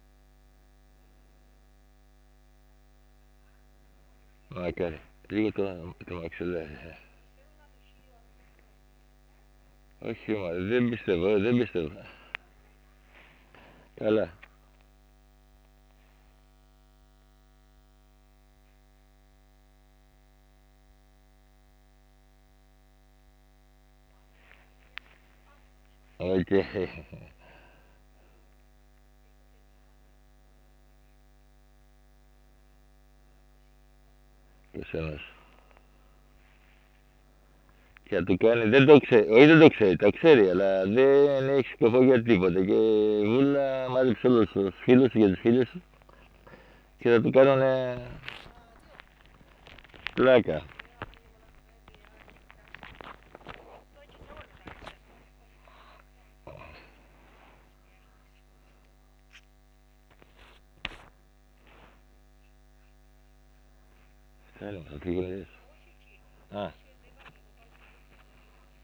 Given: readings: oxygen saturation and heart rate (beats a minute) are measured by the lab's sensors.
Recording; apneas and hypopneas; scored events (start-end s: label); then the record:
a person awake in a sleep study, by a microphone on the trachea; none
5.00-11.00 s: snoring (device-marked)
39.50-45.50 s: tachycardia (device-marked, heart rate 74 before, 117 extreme)
40.00-42.00 s: long interval between heartbeats (device-marked, heart rate 78 before, 88 extreme)
43.00-45.00 s: long interval between heartbeats (device-marked, heart rate 79 before, 114 extreme)
46.00-51.00 s: snoring (device-marked)
54.00-56.00 s: long interval between heartbeats (device-marked, heart rate 93 before, 100 extreme)
61.00-63.00 s: long interval between heartbeats (device-marked, heart rate 98 before, 86 extreme)
65.50-68.84 s: tachycardia (device-marked, heart rate 79 before, 184 extreme)
From the record:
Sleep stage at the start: awake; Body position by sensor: upright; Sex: male